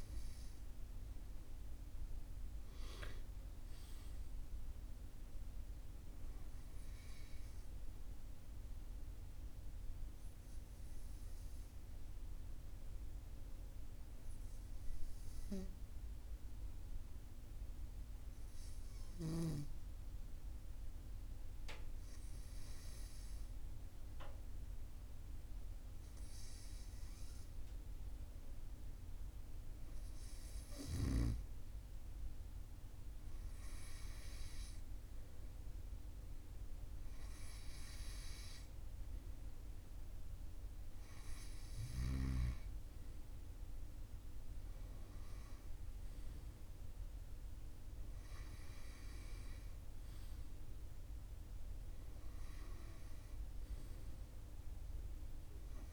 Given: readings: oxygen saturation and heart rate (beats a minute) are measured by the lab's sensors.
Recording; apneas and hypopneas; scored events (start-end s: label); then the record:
breathing in sleep, hard to hear, by a room microphone; none
none scored
From the record:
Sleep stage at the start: N2 (light sleep); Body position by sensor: on the right side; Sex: male